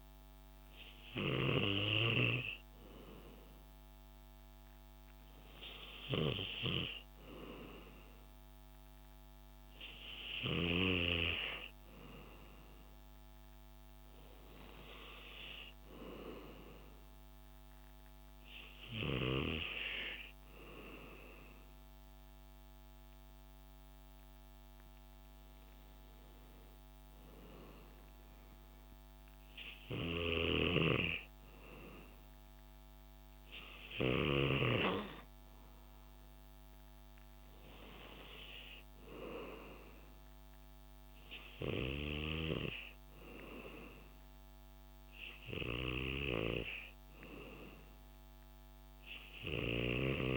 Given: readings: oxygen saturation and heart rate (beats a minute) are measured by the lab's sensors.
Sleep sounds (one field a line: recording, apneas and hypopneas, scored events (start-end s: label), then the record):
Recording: breathing in sleep by a microphone on the trachea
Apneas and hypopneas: none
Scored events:
none scored
From the record:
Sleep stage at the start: N2 (light sleep)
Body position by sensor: on the back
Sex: male